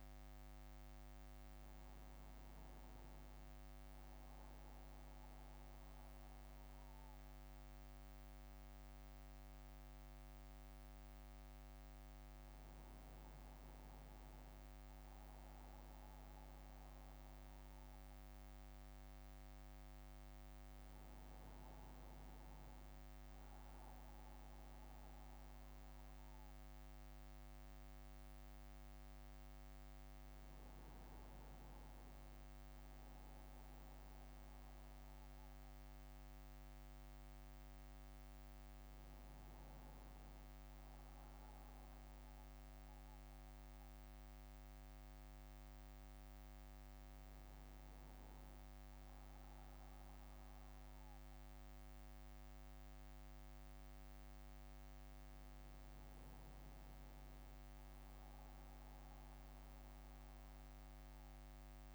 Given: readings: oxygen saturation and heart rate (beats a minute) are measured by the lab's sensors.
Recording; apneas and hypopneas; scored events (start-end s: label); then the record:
a person awake in a sleep study, hard to hear, by a microphone on the trachea; none
none scored
From the record:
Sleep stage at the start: awake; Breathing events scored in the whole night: 306 in 4.0 hours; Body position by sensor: on the back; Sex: male